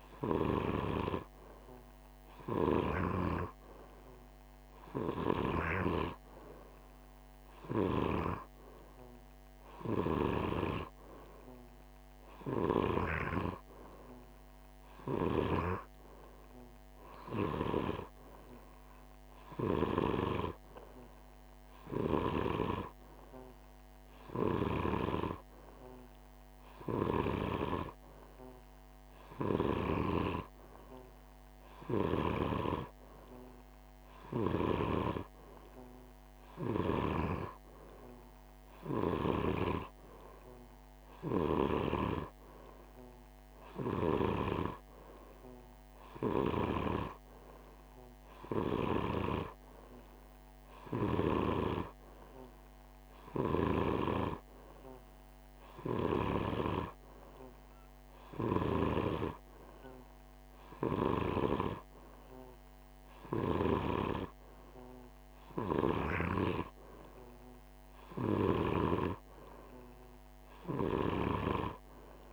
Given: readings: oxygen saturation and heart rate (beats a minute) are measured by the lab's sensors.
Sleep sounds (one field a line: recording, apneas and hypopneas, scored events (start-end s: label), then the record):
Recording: breathing in sleep by a microphone on the trachea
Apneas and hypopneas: none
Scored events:
none scored
From the record:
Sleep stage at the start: N2 (light sleep)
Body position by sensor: on the right side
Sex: male